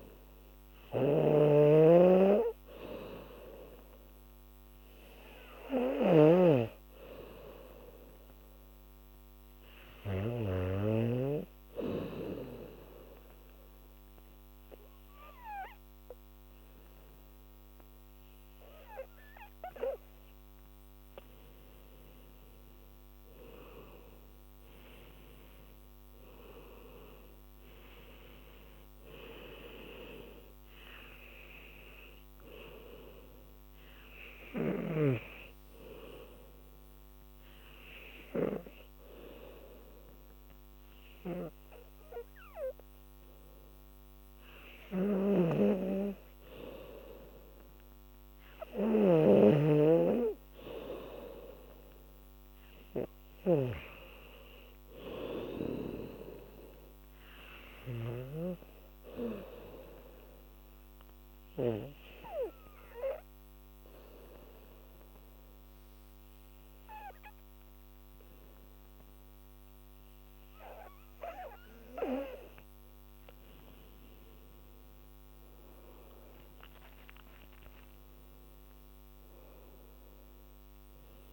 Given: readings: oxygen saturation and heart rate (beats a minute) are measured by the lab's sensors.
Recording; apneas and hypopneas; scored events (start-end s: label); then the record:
breathing in sleep by a microphone on the trachea; 3
0.00-1.50 s: arousal
0.00-9.00 s: oxygen desaturation (device-marked, oxygen 93% lowest, heart rate 78 extreme)
0.00-11.50 s: snoring (device-marked)
12.50-22.50 s: obstructive apnea (oxygen 97% before, 91% lowest, heart rate 84 before, 78 extreme, up 12 after)
24.50-28.50 s: arousal
37.50-50.50 s: hypopnea (oxygen 95% before, 90% lowest, heart rate 84 before, 77 extreme, up 4 after)
45.00-58.50 s: snoring (device-marked)
52.00-66.00 s: oxygen desaturation (device-marked, oxygen 98% before, 94% lowest, heart rate 85 before, 76 extreme)
53.00-56.00 s: arousal
59.00-72.50 s: obstructive apnea (oxygen 98% before, 90% lowest, heart rate 86 before, 76 extreme, up 12 after)
74.00-81.33 s: oxygen desaturation (device-marked, oxygen 96% before, 90% lowest, heart rate 83 before, 73 extreme)
75.00-79.00 s: arousal
From the record:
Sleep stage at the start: N2 (light sleep); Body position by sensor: on the back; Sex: female